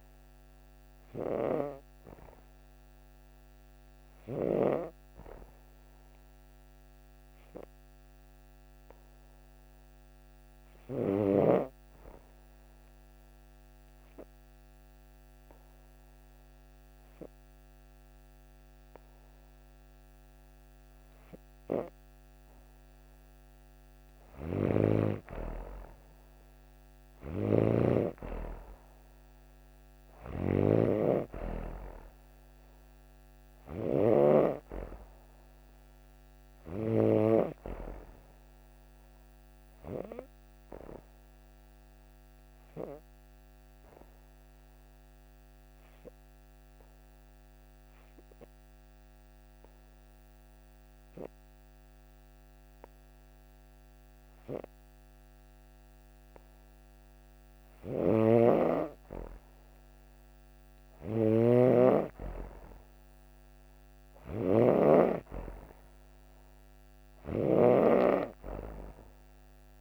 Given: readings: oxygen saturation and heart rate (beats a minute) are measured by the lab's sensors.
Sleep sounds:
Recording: breathing in sleep by a microphone on the trachea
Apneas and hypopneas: 2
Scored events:
5.00-23.50 s: obstructive apnea (oxygen 95% before, 92% lowest)
24.00-34.00 s: snoring (device-marked)
25.50-28.50 s: arousal
42.50-55.50 s: obstructive apnea (oxygen 97% before, 92% lowest)
43.50-57.50 s: oxygen desaturation (device-marked, oxygen 95% before, 92% lowest)
57.50-69.81 s: snoring (device-marked)
61.50-65.50 s: arousal
From the record:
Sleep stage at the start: N2 (light sleep)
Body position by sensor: on the back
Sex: female

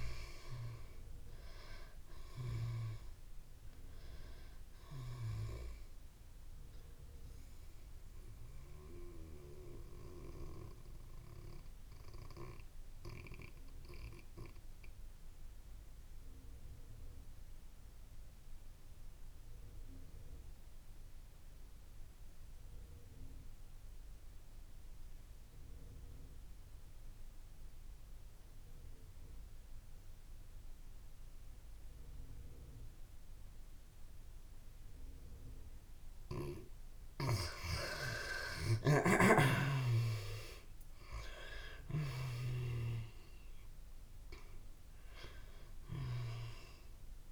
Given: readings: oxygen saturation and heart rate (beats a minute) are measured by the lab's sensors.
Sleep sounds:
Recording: breathing in sleep by a room microphone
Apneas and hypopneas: 1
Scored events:
0.00-23.50 s: oxygen desaturation (device-marked, oxygen 77% lowest, heart rate 70 extreme)
7.00-35.50 s: mixed apnea (oxygen 98% before, 75% lowest, heart rate 87 before, 65 extreme, up 22 after)
30.50-47.32 s: oxygen desaturation (device-marked, oxygen 98% before, 75% lowest, heart rate 141 before, 65 extreme)
37.50-40.50 s: arousal
From the record:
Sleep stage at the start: N2 (light sleep)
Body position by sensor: on the back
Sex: female

